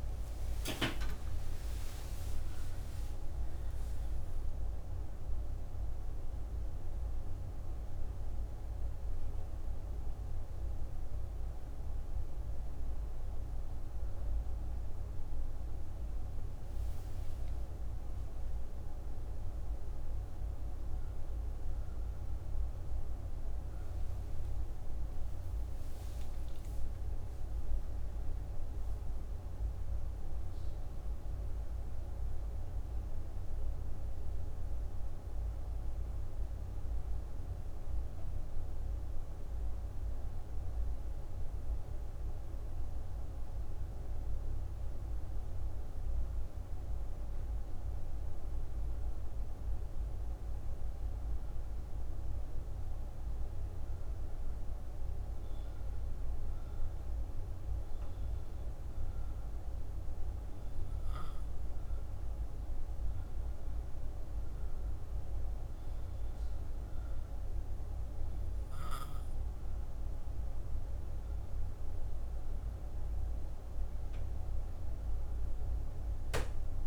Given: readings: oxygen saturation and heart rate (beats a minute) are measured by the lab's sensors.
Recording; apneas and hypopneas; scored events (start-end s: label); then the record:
a person awake in a sleep study, hard to hear, by a room microphone; none
29.50-46.50 s: oxygen desaturation (device-marked, oxygen 99% before, 93% lowest, heart rate 59 before, 64 extreme)
52.50-76.87 s: new sleep stage, N1 (lightest sleep)
From the record:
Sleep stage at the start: awake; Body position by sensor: on the back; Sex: female